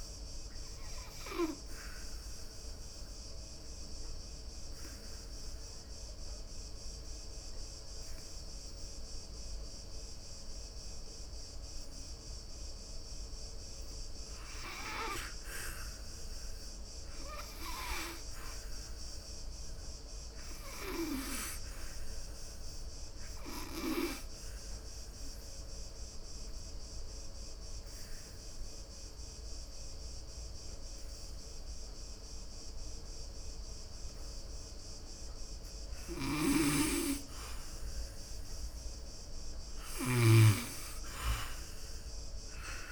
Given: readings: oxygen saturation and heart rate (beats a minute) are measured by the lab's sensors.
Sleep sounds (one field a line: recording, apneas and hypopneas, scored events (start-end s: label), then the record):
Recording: breathing in sleep by a room microphone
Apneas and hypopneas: 2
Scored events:
0.00-19.00 s: oxygen desaturation (device-marked, oxygen 84% lowest, heart rate 64 extreme)
1.00-15.50 s: obstructive apnea (oxygen 97% before, 82% lowest, heart rate 73 before, 64 extreme, up 3 after)
18.50-22.00 s: arousal
24.00-35.50 s: obstructive apnea (oxygen 98% before, 82% lowest, heart rate 74 before, 64 extreme, up 10 after)
31.00-41.00 s: oxygen desaturation (device-marked, oxygen 98% before, 90% lowest, heart rate 73 before, 64 extreme)
41.00-42.91 s: arousal
From the record:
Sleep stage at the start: N2 (light sleep)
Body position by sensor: on the back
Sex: male